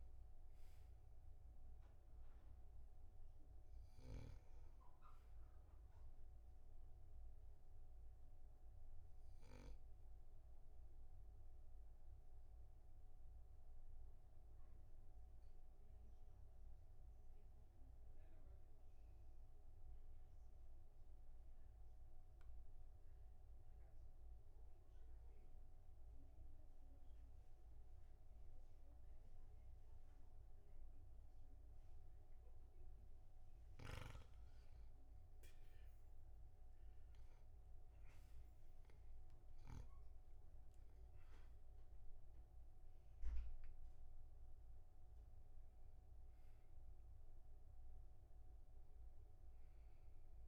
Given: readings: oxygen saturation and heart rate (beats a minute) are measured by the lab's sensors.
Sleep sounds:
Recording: breathing in sleep, hard to hear, by a room microphone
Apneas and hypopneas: 1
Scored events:
7.50-21.50 s: oxygen desaturation (device-marked, oxygen 98% before, 95% lowest, heart rate 51 before, 39 extreme)
8.00-32.50 s: obstructive apnea (oxygen 99% before, 95% lowest, heart rate 51 before, 39 extreme, up 5 after)
39.50-44.00 s: arousal
From the record:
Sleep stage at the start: N2 (light sleep)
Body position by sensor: on the back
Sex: male

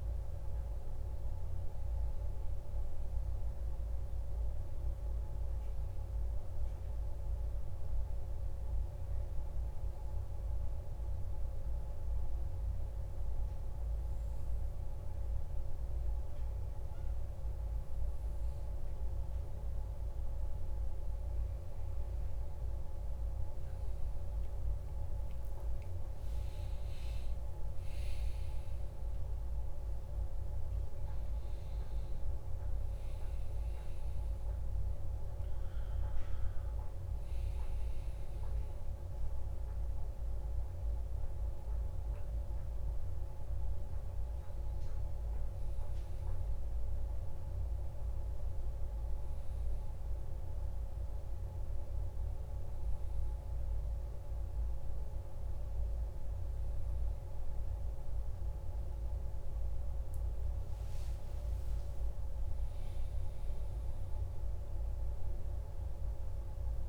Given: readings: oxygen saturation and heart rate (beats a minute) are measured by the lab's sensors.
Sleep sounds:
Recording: a person awake in a sleep study, hard to hear, by a room microphone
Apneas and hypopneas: 1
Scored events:
11.50-22.00 s: hypopnea (oxygen 95% before, 92% lowest, heart rate 56 before, 51 extreme, up 5 after)
13.50-66.89 s: new sleep stage, awake
29.50-53.50 s: oxygen desaturation (device-marked, oxygen 95% before, 92% lowest, heart rate 54 before, 55 extreme)
From the record:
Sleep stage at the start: N2 (light sleep)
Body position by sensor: on the back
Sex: male

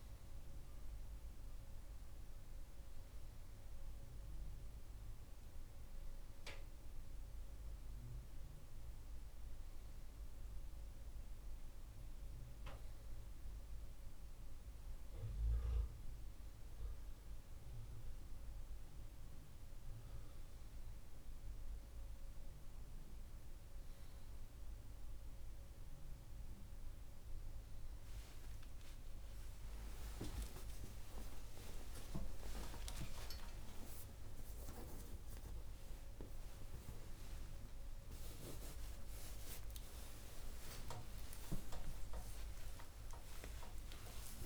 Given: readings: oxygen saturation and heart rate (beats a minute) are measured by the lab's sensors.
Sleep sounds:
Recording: a person awake in a sleep study, by a room microphone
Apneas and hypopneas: none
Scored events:
none scored
From the record:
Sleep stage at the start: awake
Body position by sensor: on the right side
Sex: male

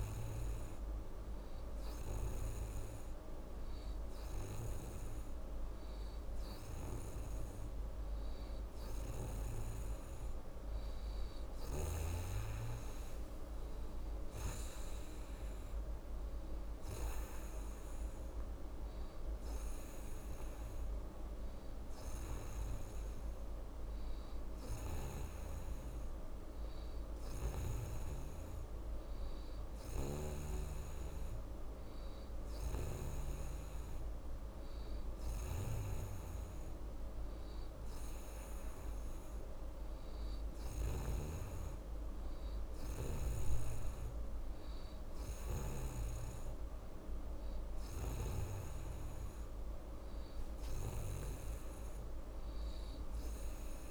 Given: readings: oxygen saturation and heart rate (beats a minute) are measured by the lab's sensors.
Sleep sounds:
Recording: breathing in sleep, hard to hear, by a room microphone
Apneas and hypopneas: none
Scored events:
none scored
From the record:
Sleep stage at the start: N3 (deep sleep)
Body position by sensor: on the right side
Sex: female

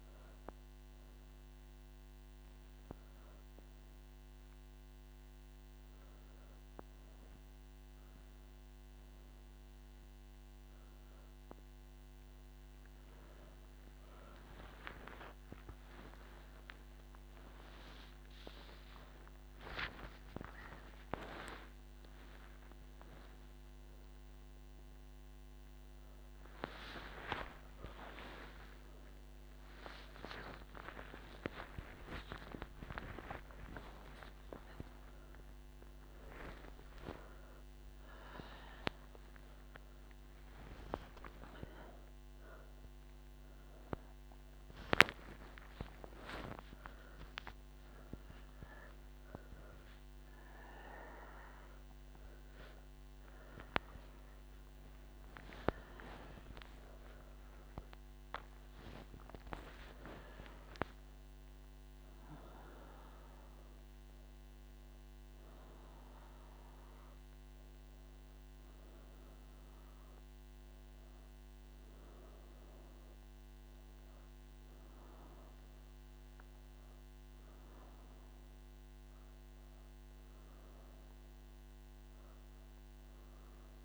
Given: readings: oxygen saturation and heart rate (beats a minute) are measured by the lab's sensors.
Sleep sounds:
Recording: breathing in sleep by a microphone on the trachea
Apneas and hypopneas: none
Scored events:
none scored
From the record:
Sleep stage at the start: N3 (deep sleep)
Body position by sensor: on the back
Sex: female

